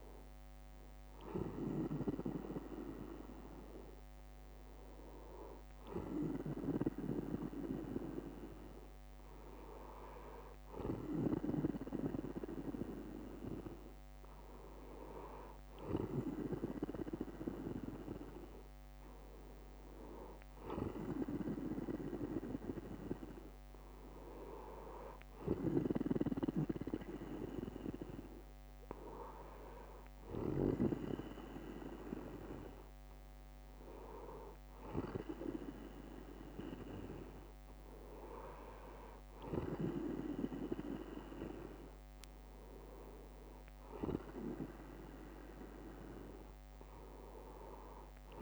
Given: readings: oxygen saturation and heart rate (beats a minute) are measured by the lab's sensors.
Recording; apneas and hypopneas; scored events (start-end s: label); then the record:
breathing in sleep by a microphone on the trachea; none
21.00-23.00 s: bradycardia (device-marked, heart rate 62 before, 61 extreme)
24.00-26.00 s: bradycardia (device-marked, heart rate 62 before, 57 extreme)
From the record:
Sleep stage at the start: N2 (light sleep); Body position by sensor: on the back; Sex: male